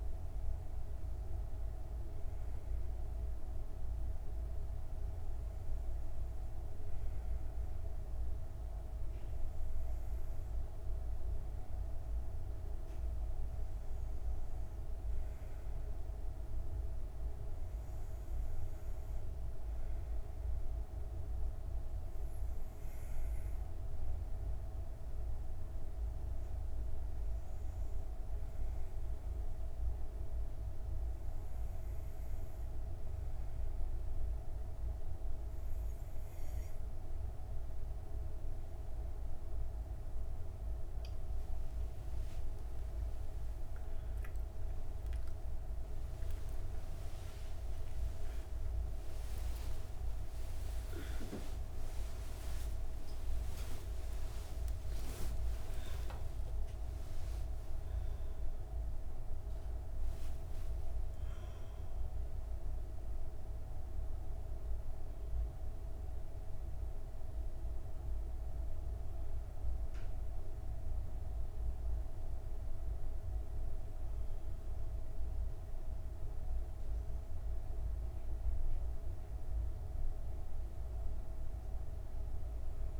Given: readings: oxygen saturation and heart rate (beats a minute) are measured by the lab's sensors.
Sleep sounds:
a person awake in a sleep study, hard to hear, by a room microphone; none
60.00-83.00 s: new sleep stage, N1 (lightest sleep)
From the record:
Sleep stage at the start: awake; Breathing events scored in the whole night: 143 in 6.8 hours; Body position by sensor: on the back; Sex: female

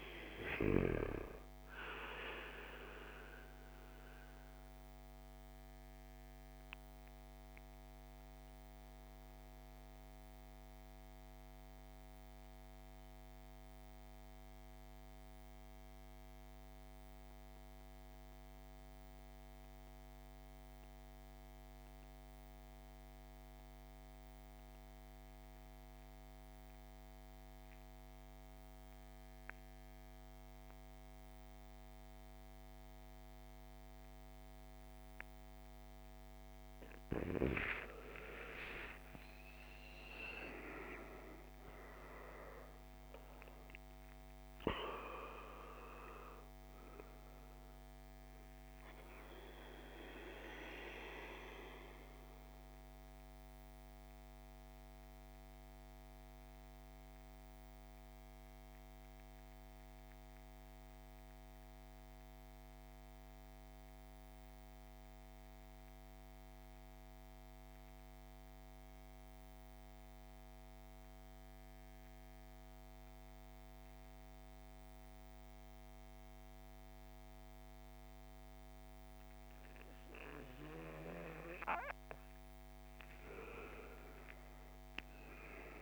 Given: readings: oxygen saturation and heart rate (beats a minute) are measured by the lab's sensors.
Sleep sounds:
breathing in sleep by a microphone on the trachea; 2
3.50-36.00 s: mixed apnea (oxygen 98% before, 80% lowest, heart rate 56 before, 47 extreme, up 21 after)
4.00-23.00 s: oxygen desaturation (device-marked, oxygen 96% before, 88% lowest, heart rate 56 before, 48 extreme)
37.00-41.50 s: arousal
38.00-71.00 s: oxygen desaturation (device-marked, oxygen 98% before, 80% lowest, heart rate 54 before, 47 extreme)
51.00-81.00 s: mixed apnea (oxygen 98% before, 80% lowest, heart rate 66 before, 48 extreme, up 10 after)
83.00-85.82 s: arousal
From the record:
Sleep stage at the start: N2 (light sleep); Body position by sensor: on the right side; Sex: male

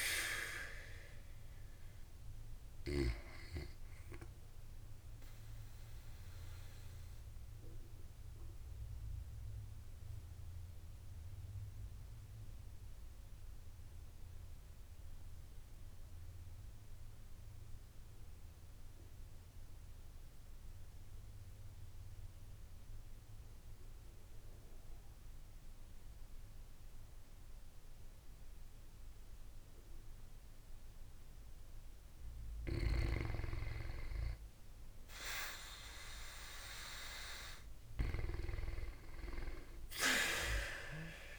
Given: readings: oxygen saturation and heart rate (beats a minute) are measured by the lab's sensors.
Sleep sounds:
breathing in sleep by a room microphone; 1
0.00-7.50 s: oxygen desaturation (device-marked, oxygen 91% lowest, heart rate 51 extreme)
5.00-31.50 s: obstructive apnea (oxygen 96% before, 87% lowest, heart rate 59 before, 51 extreme, up 12 after)
29.50-41.39 s: oxygen desaturation (device-marked, oxygen 95% before, 88% lowest, heart rate 54 before, 52 extreme)
38.50-41.39 s: arousal
From the record:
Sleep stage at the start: N2 (light sleep); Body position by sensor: on the back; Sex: female

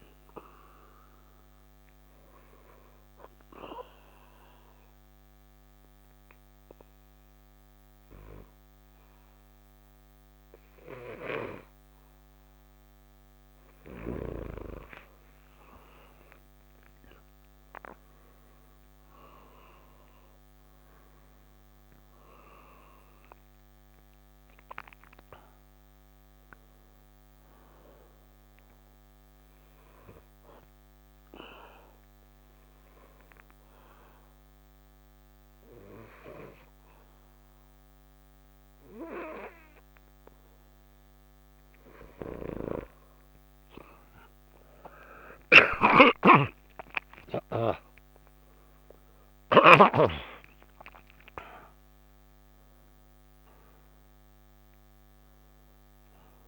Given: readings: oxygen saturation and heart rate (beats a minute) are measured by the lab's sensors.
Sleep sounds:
breathing in sleep by a microphone on the trachea; 2
0.00-10.50 s: oxygen desaturation (device-marked, oxygen 87% lowest, heart rate 65 extreme)
1.00-16.00 s: obstructive apnea (oxygen 95% before, 88% lowest, heart rate 69 before, 65 extreme, up 24 after)
16.50-21.00 s: arousal
22.50-39.50 s: oxygen desaturation (device-marked, oxygen 96% before, 90% lowest, heart rate 76 before, 67 extreme)
29.00-42.50 s: obstructive apnea (oxygen 96% before, 90% lowest, heart rate 76 before, 67 extreme, up 32 after)
42.50-50.00 s: snoring (device-marked)
45.00-49.50 s: arousal
51.50-56.48 s: oxygen desaturation (device-marked, oxygen 96% before, 90% lowest, heart rate 75 before, 66 extreme)
From the record:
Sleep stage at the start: N2 (light sleep); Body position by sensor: on the back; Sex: male

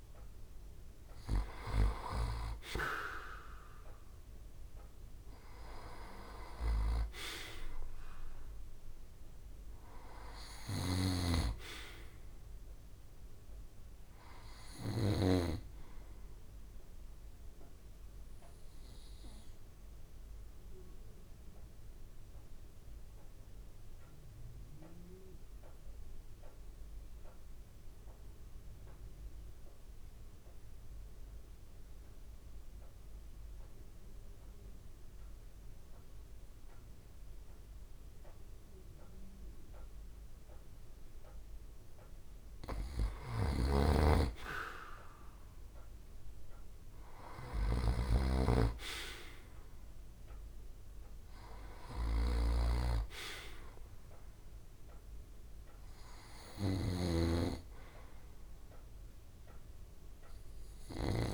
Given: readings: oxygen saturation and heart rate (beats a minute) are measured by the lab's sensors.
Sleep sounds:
breathing in sleep by a room microphone; 1
0.00-29.50 s: oxygen desaturation (device-marked, oxygen 88% lowest, heart rate 66 extreme)
10.50-15.00 s: snoring (device-marked)
17.50-40.50 s: obstructive apnea (oxygen 94% before, 85% lowest, heart rate 69 before, 66 extreme, up 0 after)
42.50-61.34 s: oxygen desaturation (device-marked, oxygen 97% before, 85% lowest, heart rate 68 before, 66 extreme)
42.50-61.34 s: snoring (device-marked)
43.00-47.00 s: arousal
From the record:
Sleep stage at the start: REM sleep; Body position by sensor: on the back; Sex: male

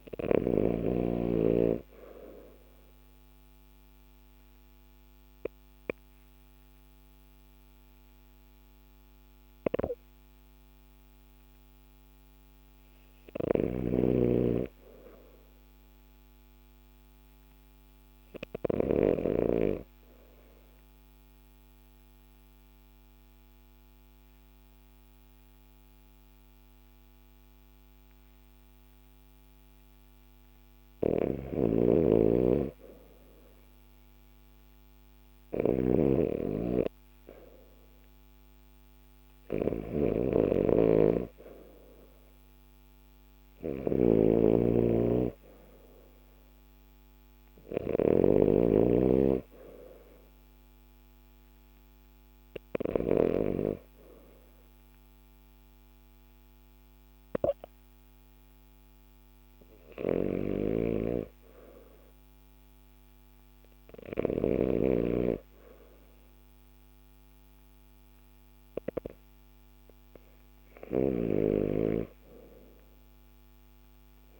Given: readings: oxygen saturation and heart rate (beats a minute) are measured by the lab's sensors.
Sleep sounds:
breathing in sleep by a microphone on the trachea; 2
0.00-28.00 s: oxygen desaturation (device-marked, oxygen 97% before, 90% lowest, heart rate 50 before, 50 extreme)
1.50-11.50 s: obstructive apnea (oxygen 97% before, 90% lowest, heart rate 51 before, 50 extreme, up 2 after)
13.00-18.50 s: snoring (device-marked)
13.50-16.50 s: arousal
20.50-31.00 s: obstructive apnea (oxygen 96% before, 90% lowest, heart rate 51 before, 51 extreme, up 3 after)
30.50-53.00 s: snoring (device-marked)
33.00-36.50 s: arousal
60.00-64.00 s: snoring (device-marked)
70.50-74.40 s: snoring (device-marked)
From the record:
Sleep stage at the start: REM sleep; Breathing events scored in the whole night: 114 in 4.5 hours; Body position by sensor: on the left side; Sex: male

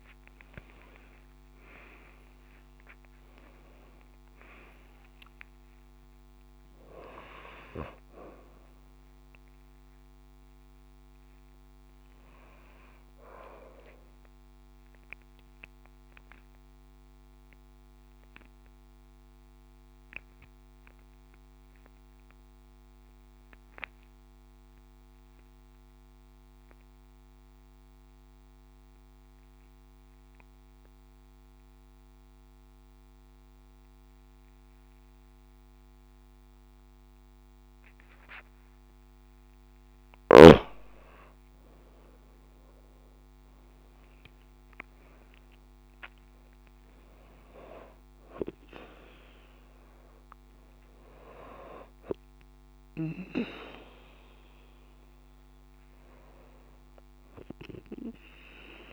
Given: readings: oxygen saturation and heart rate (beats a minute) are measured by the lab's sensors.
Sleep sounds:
breathing in sleep by a microphone on the trachea; 1
0.00-37.50 s: oxygen desaturation (device-marked, oxygen 90% lowest)
8.00-10.00 s: long interval between heartbeats (device-marked)
15.00-39.00 s: mixed apnea (oxygen 98% before, 90% lowest)
41.00-46.00 s: arousal
48.50-58.93 s: oxygen desaturation (device-marked, oxygen 98% before, 92% lowest)
From the record:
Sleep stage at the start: N2 (light sleep); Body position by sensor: on the back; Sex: female

